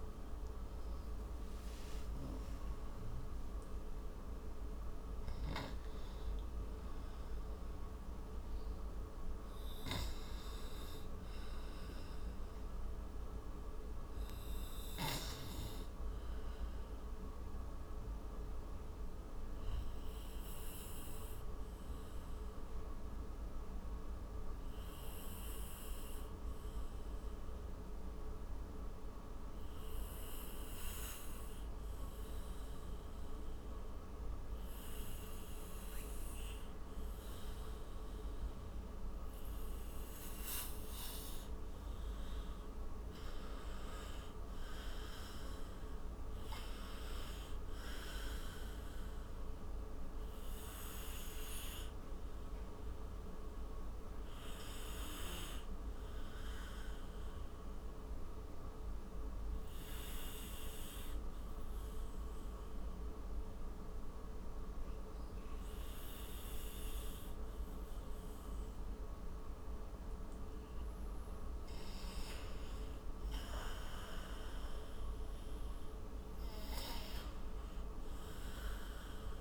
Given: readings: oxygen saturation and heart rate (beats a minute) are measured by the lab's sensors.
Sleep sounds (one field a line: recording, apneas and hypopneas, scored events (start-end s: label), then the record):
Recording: breathing in sleep, hard to hear, by a room microphone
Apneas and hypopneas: 2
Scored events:
0.00-1.50 s: arousal
17.50-42.00 s: obstructive apnea (oxygen 96% before, 93% lowest, heart rate 85 before, 53 extreme, up 22 after)
35.00-56.00 s: oxygen desaturation (device-marked, oxygen 97% before, 93% lowest, heart rate 59 before, 58 extreme)
44.00-46.50 s: arousal
50.00-70.50 s: obstructive apnea (oxygen 97% before, 93% lowest, heart rate 66 before, 52 extreme, up 14 after)
73.00-76.50 s: arousal
From the record:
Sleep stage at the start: N2 (light sleep)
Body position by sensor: on the right side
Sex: male